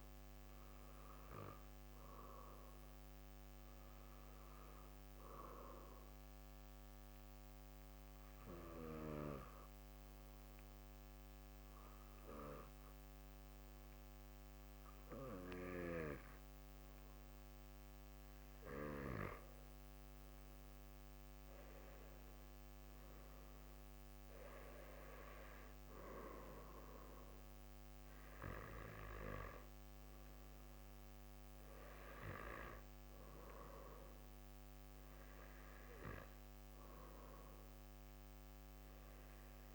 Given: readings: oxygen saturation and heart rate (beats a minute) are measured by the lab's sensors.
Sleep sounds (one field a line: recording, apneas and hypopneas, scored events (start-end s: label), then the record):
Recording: breathing in sleep by a microphone on the trachea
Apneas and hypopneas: 1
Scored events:
6.00-18.00 s: obstructive apnea (oxygen 96% before, 92% lowest)
20.00-24.00 s: arousal
26.50-36.50 s: oxygen desaturation (device-marked, oxygen 95% before, 92% lowest)
From the record:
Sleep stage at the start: N2 (light sleep)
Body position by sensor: on the back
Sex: male